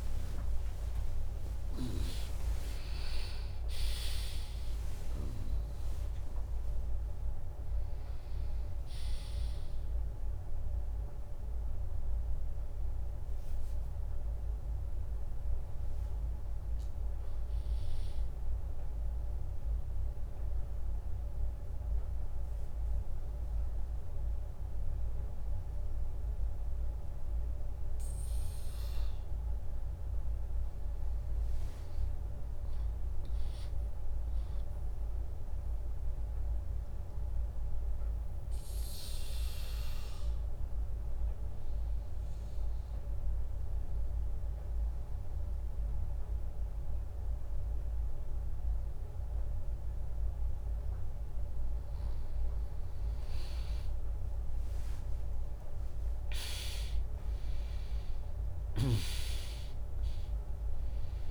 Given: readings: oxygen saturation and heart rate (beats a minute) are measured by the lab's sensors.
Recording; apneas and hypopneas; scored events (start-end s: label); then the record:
breathing in sleep, hard to hear, by a room microphone; 1
0.00-2.00 s: long interval between heartbeats (device-marked, heart rate 71 before, 75 extreme)
0.00-11.50 s: drop in pulse transit time (device-marked, heart rate 75 extreme)
0.00-17.50 s: oxygen desaturation (device-marked, oxygen 95% lowest, heart rate 64 extreme)
0.50-3.50 s: tachycardia (device-marked, heart rate 77 before, 99 extreme)
37.00-50.00 s: obstructive apnea (oxygen 100% before, 96% lowest, heart rate 76 before, 63 extreme, up 2 after)
53.00-58.50 s: arousal
56.50-61.31 s: drop in pulse transit time (device-marked, heart rate 66 before, 67 extreme)
From the record:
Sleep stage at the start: N2 (light sleep); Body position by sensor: on the back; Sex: female